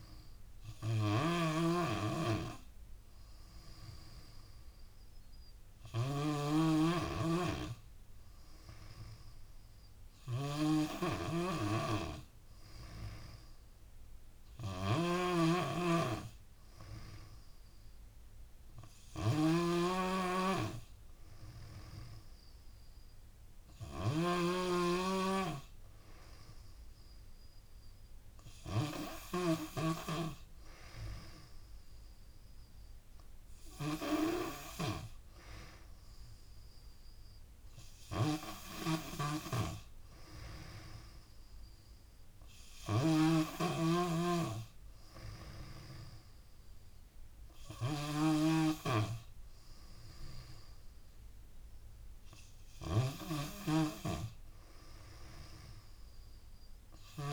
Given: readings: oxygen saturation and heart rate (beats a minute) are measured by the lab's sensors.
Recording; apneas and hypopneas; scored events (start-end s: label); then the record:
breathing in sleep by a room microphone; none
0.00-29.50 s: snoring (device-marked)
37.50-57.33 s: snoring (device-marked)
From the record:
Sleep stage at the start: N3 (deep sleep); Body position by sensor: on the back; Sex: female